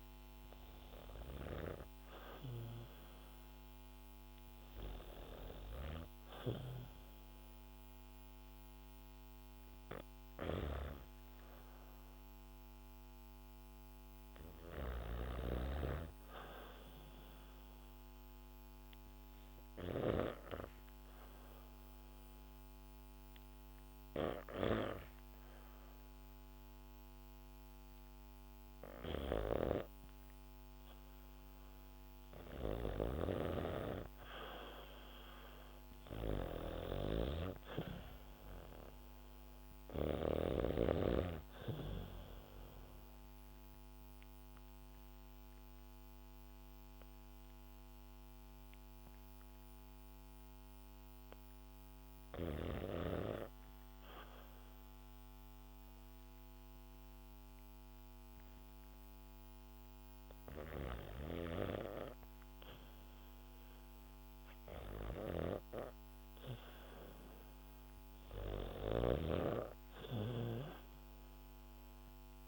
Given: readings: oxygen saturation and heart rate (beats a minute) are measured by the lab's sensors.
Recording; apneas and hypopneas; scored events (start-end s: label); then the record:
breathing in sleep by a microphone on the trachea; 2
11.00-14.50 s: arousal
14.50-19.50 s: snoring (device-marked)
18.00-30.50 s: hypopnea (oxygen 100% before, 93% lowest, heart rate 66 before, 67 extreme, up 3 after)
28.50-40.00 s: snoring (device-marked)
33.50-38.00 s: arousal
38.50-57.50 s: oxygen desaturation (device-marked, oxygen 96% before, 93% lowest, heart rate 67 before, 66 extreme)
43.50-62.00 s: obstructive apnea (oxygen 98% before, 93% lowest, heart rate 69 before, 66 extreme)
64.50-72.48 s: snoring (device-marked)
65.00-69.00 s: arousal
66.50-72.48 s: oxygen desaturation (device-marked, oxygen 98% before, 93% lowest, heart rate 70 before, 66 extreme)
From the record:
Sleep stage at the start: REM sleep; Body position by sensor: on the back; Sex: female